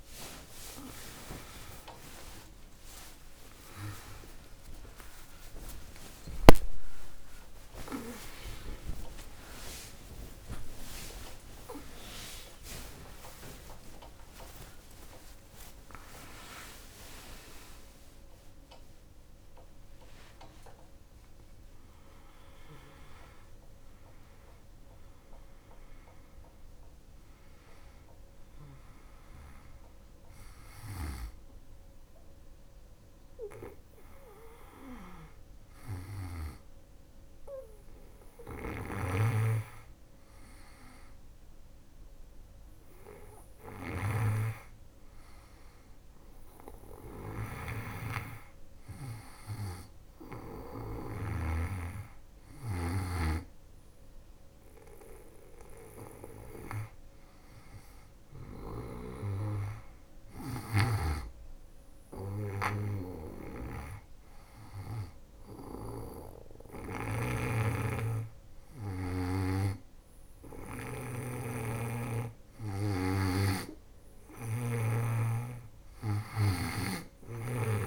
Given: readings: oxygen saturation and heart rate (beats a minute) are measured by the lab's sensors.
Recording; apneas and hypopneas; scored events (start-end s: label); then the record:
a person partly awake in a sleep study, by a room microphone; none
0.00-17.50 s: tachycardia (device-marked, heart rate 150 extreme)
3.00-5.00 s: long interval between heartbeats (device-marked, heart rate 97 before, 108 extreme)
7.00-9.00 s: long interval between heartbeats (device-marked, heart rate 105 before, 137 extreme)
10.50-12.50 s: long interval between heartbeats (device-marked, heart rate 116 before, 147 extreme)
28.50-77.87 s: new sleep stage, N2 (light sleep)
32.50-60.00 s: snoring (device-marked)
62.00-66.00 s: snoring (device-marked)
70.50-74.00 s: snoring (device-marked)
76.00-77.87 s: snoring (device-marked)
From the record:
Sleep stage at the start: awake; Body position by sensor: on the back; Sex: female